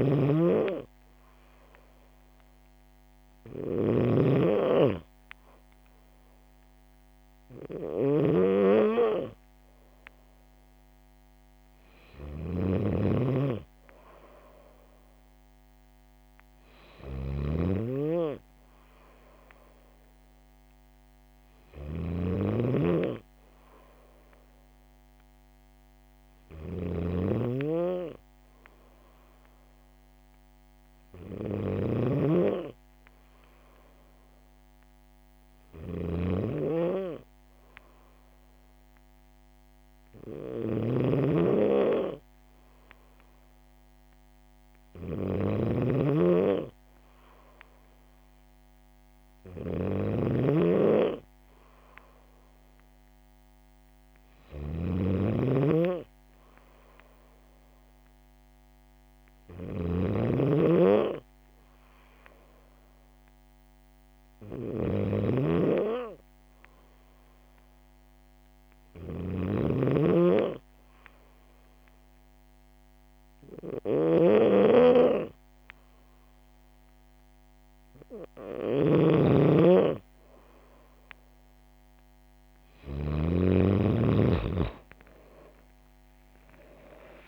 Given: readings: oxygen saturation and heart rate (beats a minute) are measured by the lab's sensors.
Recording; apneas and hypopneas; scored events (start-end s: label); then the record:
breathing in sleep by a microphone on the trachea; none
0.00-83.00 s: snoring (device-marked)
From the record:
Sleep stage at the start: N3 (deep sleep); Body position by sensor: on the back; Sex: female